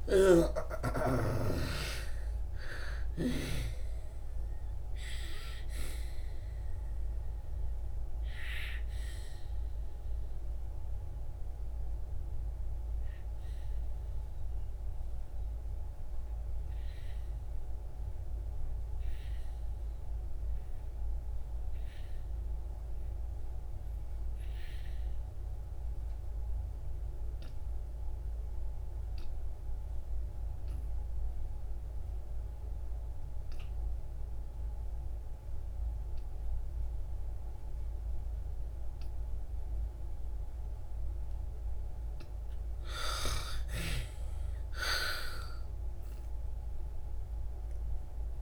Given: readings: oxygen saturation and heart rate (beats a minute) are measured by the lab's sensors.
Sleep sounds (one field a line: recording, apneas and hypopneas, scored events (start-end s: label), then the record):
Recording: breathing in sleep by a room microphone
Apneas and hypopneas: 1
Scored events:
0.00-2.00 s: arousal
0.00-26.50 s: oxygen desaturation (device-marked, oxygen 68% lowest, heart rate 47 extreme)
6.00-42.00 s: obstructive apnea (oxygen 97% before, 64% lowest, heart rate 71 before, 46 extreme, up 16 after)
28.50-48.42 s: oxygen desaturation (device-marked, oxygen 97% before, 64% lowest, heart rate 66 before, 46 extreme)
43.00-47.00 s: arousal
From the record:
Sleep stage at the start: N2 (light sleep)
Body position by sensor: on the back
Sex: female